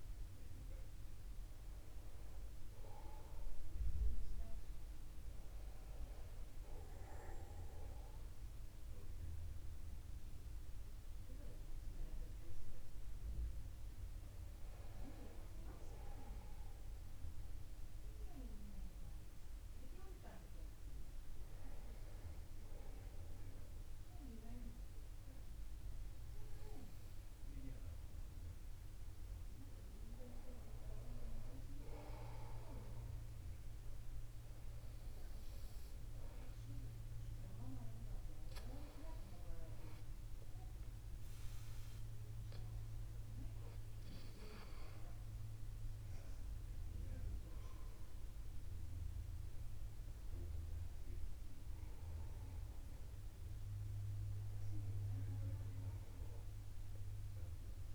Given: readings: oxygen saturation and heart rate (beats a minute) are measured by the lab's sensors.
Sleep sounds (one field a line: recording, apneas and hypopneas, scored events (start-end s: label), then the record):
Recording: breathing in sleep by a room microphone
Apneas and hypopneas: 1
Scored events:
17.50-30.00 s: hypopnea (oxygen 97% before, 94% lowest, heart rate 50 before, 50 extreme, up 0 after)
21.00-57.94 s: new sleep stage, N2 (light sleep)
32.50-36.00 s: arousal
From the record:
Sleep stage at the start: N1 (lightest sleep)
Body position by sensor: upright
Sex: male